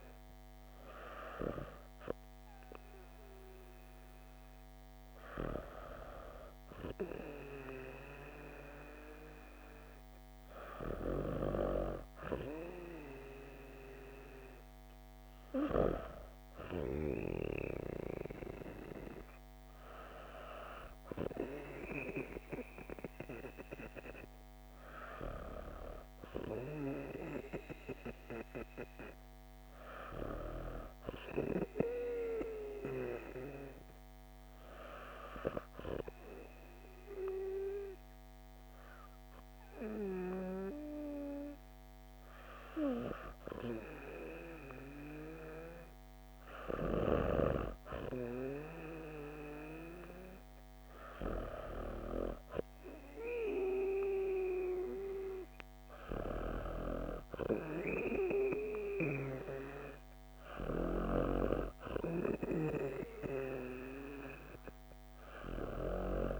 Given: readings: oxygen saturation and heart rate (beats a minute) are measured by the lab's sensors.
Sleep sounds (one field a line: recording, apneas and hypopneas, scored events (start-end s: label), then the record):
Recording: breathing in sleep by a microphone on the trachea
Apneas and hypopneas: none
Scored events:
none scored
From the record:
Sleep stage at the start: N2 (light sleep)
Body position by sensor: on the back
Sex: female